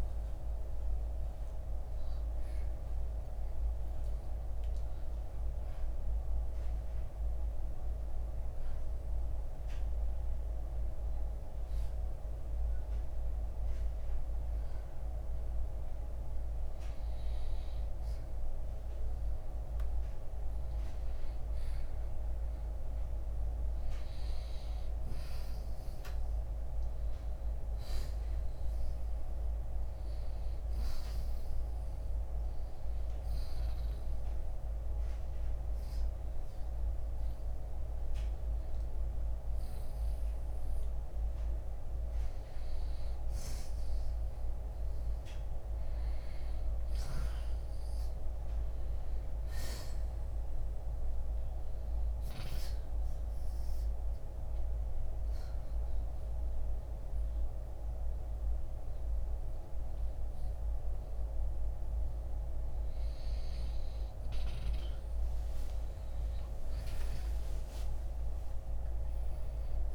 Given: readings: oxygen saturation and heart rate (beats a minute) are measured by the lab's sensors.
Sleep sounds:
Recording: breathing in sleep, hard to hear, by a room microphone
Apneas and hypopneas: 1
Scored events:
0.00-4.00 s: oxygen desaturation (device-marked, oxygen 91% lowest, heart rate 65 extreme)
31.00-43.00 s: hypopnea (oxygen 93% before, 85% lowest, heart rate 68 before, 61 extreme, up 6 after)
47.00-50.00 s: arousal
56.00-67.00 s: oxygen desaturation (device-marked, oxygen 91% before, 87% lowest, heart rate 70 before, 61 extreme)
67.00-69.95 s: arousal
From the record:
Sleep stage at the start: N2 (light sleep)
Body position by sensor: on the back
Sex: male

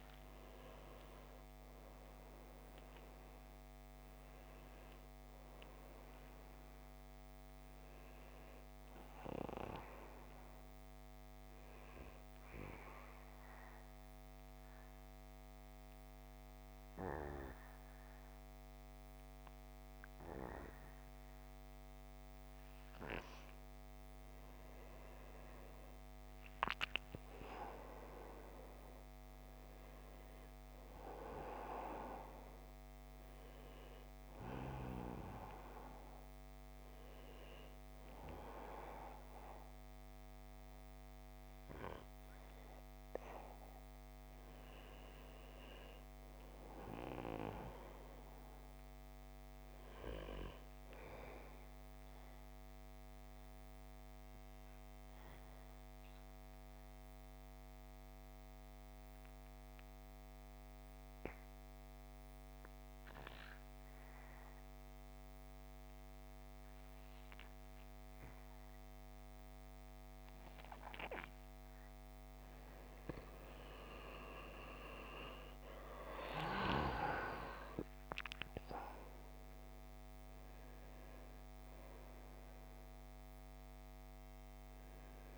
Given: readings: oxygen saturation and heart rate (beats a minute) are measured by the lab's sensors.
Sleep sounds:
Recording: breathing in sleep by a microphone on the trachea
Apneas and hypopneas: 2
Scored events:
0.00-20.00 s: oxygen desaturation (device-marked, oxygen 91% lowest, heart rate 55 extreme)
12.50-23.50 s: obstructive apnea (oxygen 95% before, 89% lowest, heart rate 83 before, 55 extreme, up 10 after)
25.50-28.00 s: arousal
33.00-46.00 s: oxygen desaturation (device-marked, oxygen 96% before, 90% lowest, heart rate 58 before, 54 extreme)
52.50-71.00 s: obstructive apnea (oxygen 96% before, 85% lowest, heart rate 61 before, 52 extreme, up 19 after)
73.00-77.00 s: arousal
73.00-85.38 s: oxygen desaturation (device-marked, oxygen 95% before, 85% lowest, heart rate 55 before, 51 extreme)
From the record:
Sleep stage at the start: N2 (light sleep)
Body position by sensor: on the back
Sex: male

